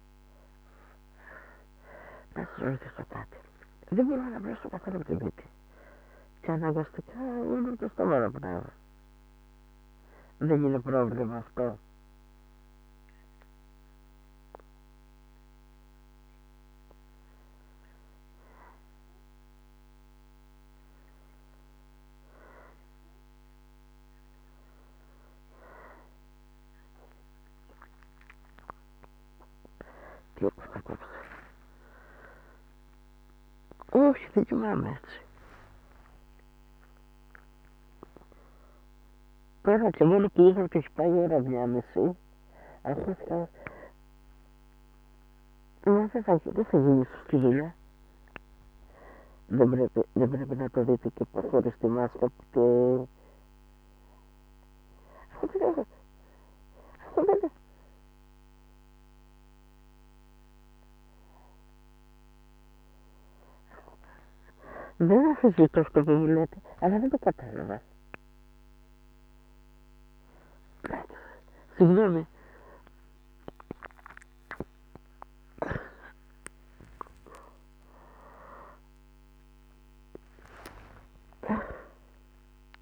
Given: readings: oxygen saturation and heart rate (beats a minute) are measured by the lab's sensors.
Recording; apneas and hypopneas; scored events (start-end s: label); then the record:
a person awake in a sleep study, by a microphone on the trachea; none
18.00-78.00 s: new sleep stage, awake
26.00-35.00 s: oxygen desaturation (device-marked, oxygen 96% before, 91% lowest, heart rate 61 before, 60 extreme)
46.00-49.50 s: snoring (device-marked)
65.00-71.50 s: snoring (device-marked)
78.00-82.82 s: new sleep stage, N1 (lightest sleep)
From the record:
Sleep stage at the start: N1 (lightest sleep); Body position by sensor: on the right side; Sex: female